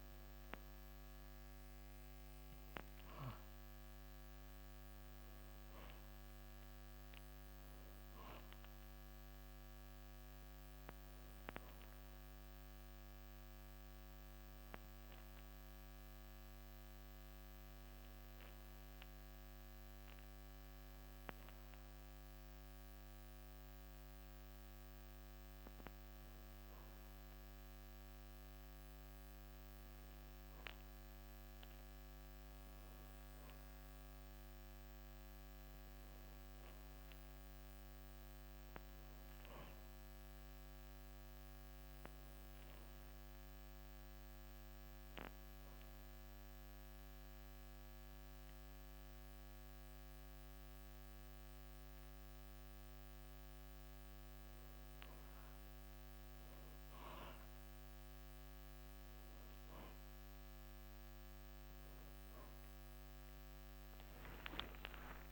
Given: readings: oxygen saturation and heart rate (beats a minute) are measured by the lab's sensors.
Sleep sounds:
a person partly awake in a sleep study, hard to hear, by a microphone on the trachea; 1
4.50-64.50 s: new sleep stage, N2 (light sleep)
39.00-43.00 s: arousal
46.00-56.00 s: mixed apnea (oxygen 97% before, 95% lowest, heart rate 70 before, 60 extreme, up 17 after)
64.50-65.32 s: new sleep stage, awake
From the record:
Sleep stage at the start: awake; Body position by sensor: on the back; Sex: male

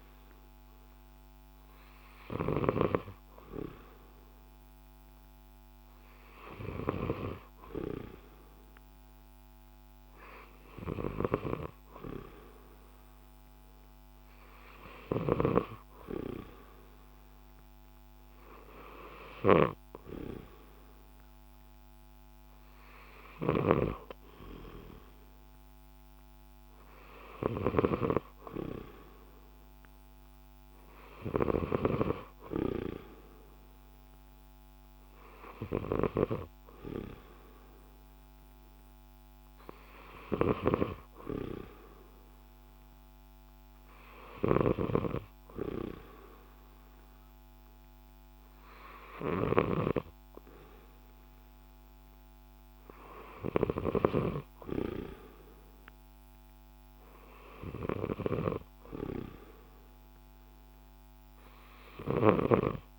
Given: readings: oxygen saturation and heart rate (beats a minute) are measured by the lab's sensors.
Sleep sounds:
breathing in sleep by a microphone on the trachea; none
20.50-32.50 s: oxygen desaturation (device-marked, oxygen 92% before, 89% lowest, heart rate 70 before, 66 extreme)
23.50-32.00 s: snoring (device-marked)
40.50-54.00 s: snoring (device-marked)
55.50-62.98 s: new sleep stage, N2 (light sleep)
From the record:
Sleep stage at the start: N3 (deep sleep); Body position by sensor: on the left side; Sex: male

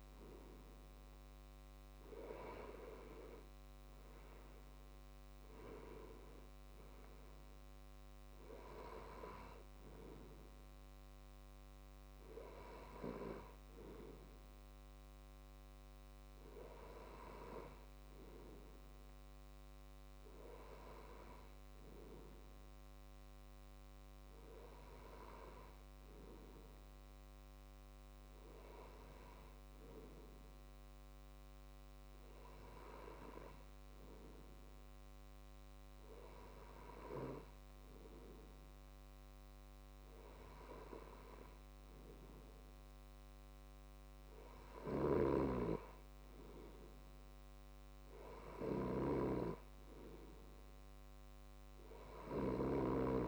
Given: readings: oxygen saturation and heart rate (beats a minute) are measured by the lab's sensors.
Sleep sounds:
breathing in sleep by a microphone on the trachea; none
44.50-49.00 s: snoring (device-marked)
From the record:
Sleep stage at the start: N2 (light sleep); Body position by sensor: on the left side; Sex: male

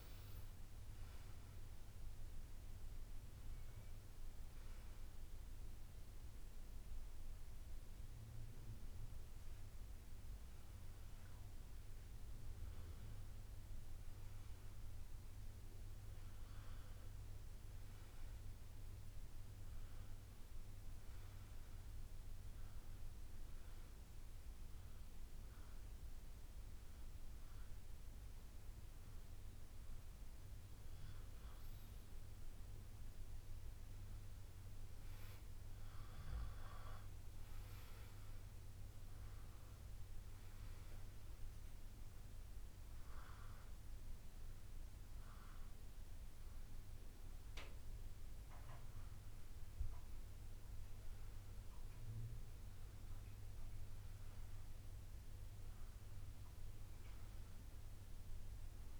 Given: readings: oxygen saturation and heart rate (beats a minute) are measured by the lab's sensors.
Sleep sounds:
breathing in sleep, hard to hear, by a room microphone; 2
21.00-31.00 s: hypopnea (oxygen 98% before, 94% lowest, heart rate 67 before, 57 extreme, up 3 after)
25.50-29.50 s: bradycardia (device-marked, heart rate 87 before, 59 extreme)
32.50-34.50 s: long interval between heartbeats (device-marked, heart rate 62 before, 60 extreme)
34.00-38.50 s: arousal
35.50-37.50 s: bradycardia (device-marked, heart rate 85 before, 61 extreme)
40.50-52.50 s: oxygen desaturation (device-marked, oxygen 97% before, 94% lowest, heart rate 61 before, 57 extreme)
42.50-52.50 s: hypopnea (oxygen 98% before, 94% lowest, heart rate 61 before, 57 extreme, up 5 after)
46.00-48.00 s: long interval between heartbeats (device-marked, heart rate 61 before, 62 extreme)
48.50-50.50 s: bradycardia (device-marked, heart rate 84 before, 61 extreme)
54.50-59.00 s: arousal
From the record:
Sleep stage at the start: N1 (lightest sleep); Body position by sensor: on the back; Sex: male

